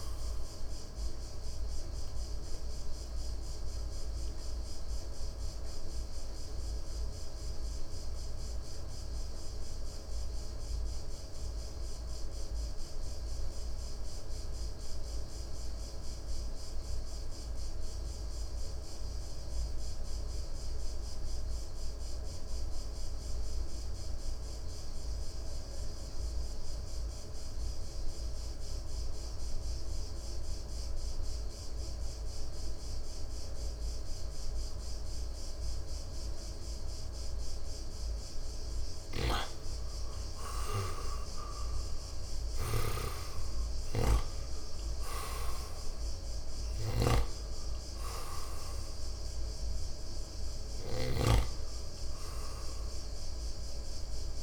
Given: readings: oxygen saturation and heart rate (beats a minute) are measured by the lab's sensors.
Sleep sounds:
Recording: breathing in sleep by a room microphone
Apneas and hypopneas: 1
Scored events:
0.00-18.50 s: oxygen desaturation (device-marked, oxygen 87% lowest, heart rate 58 extreme)
1.50-40.50 s: obstructive apnea (oxygen 97% before, 85% lowest, heart rate 61 before, 55 extreme, up 7 after)
31.50-54.43 s: oxygen desaturation (device-marked, oxygen 97% before, 85% lowest, heart rate 59 before, 54 extreme)
39.00-51.50 s: snoring (device-marked)
42.00-47.00 s: arousal
From the record:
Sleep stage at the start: N2 (light sleep)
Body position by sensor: on the right side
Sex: male

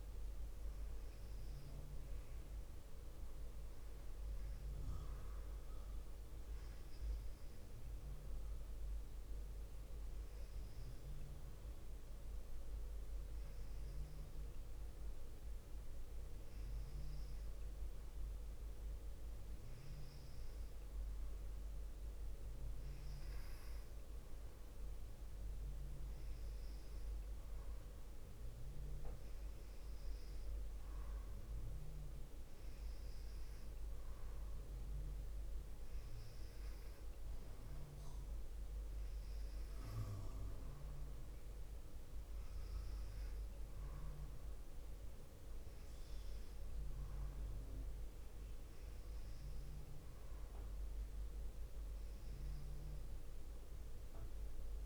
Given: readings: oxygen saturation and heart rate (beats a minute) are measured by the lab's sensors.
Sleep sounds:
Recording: breathing in sleep, hard to hear, by a room microphone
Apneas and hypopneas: none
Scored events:
0.00-17.50 s: oxygen desaturation (device-marked, oxygen 93% lowest, heart rate 55 extreme)
From the record:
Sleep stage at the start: N2 (light sleep)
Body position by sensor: on the left side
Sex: female

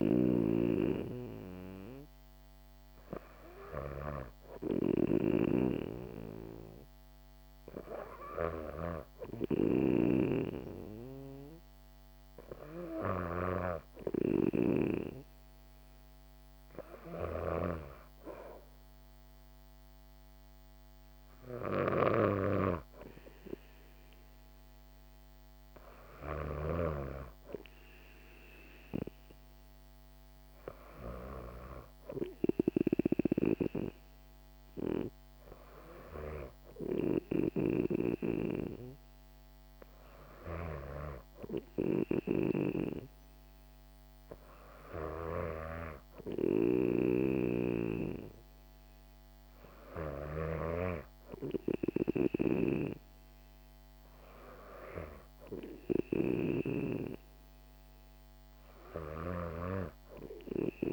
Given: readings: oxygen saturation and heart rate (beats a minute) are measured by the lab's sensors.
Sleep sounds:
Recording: breathing in sleep by a microphone on the trachea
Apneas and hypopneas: none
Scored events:
0.00-5.50 s: snoring (device-marked)
From the record:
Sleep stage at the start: N2 (light sleep)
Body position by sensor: on the back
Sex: female

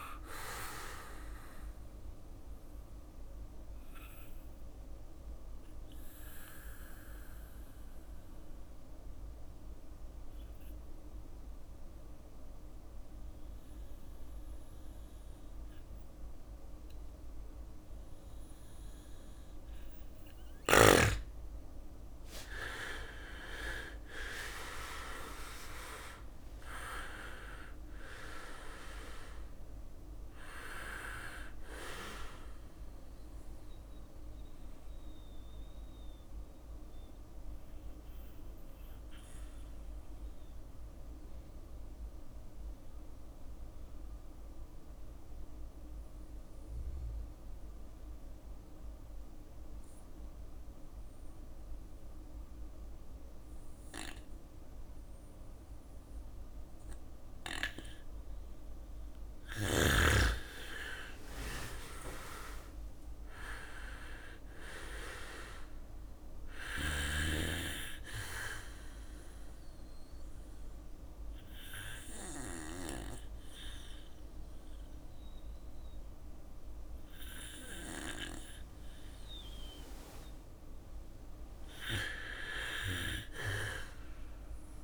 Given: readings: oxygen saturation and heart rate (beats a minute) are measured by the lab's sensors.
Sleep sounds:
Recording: breathing in sleep by a room microphone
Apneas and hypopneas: 3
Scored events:
0.00-7.00 s: drop in pulse transit time (device-marked, heart rate 55 extreme)
0.00-20.00 s: bradycardia (device-marked, heart rate 55 extreme)
2.00-18.50 s: obstructive apnea (oxygen 98% before, 93% lowest, heart rate 61 before, 54 extreme, up 9 after)
20.50-24.00 s: arousal
24.00-37.00 s: drop in pulse transit time (device-marked, heart rate 56 before, 54 extreme)
26.00-51.00 s: oxygen desaturation (device-marked, oxygen 98% before, 93% lowest, heart rate 57 before, 54 extreme)
29.00-57.00 s: bradycardia (device-marked, heart rate 59 before, 54 extreme)
33.50-58.00 s: obstructive apnea (oxygen 98% before, 93% lowest, heart rate 60 before, 55 extreme, up 6 after)
59.50-63.00 s: arousal
61.00-72.00 s: drop in pulse transit time (device-marked, heart rate 58 before, 57 extreme)
65.00-82.00 s: oxygen desaturation (device-marked, oxygen 99% before, 93% lowest, heart rate 59 before, 57 extreme)
66.00-77.00 s: bradycardia (device-marked, heart rate 59 before, 57 extreme)
68.50-80.00 s: obstructive apnea (oxygen 100% before, 93% lowest, heart rate 60 before, 57 extreme, up 4 after)
82.50-84.84 s: arousal
From the record:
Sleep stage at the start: N2 (light sleep)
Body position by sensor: on the back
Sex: male

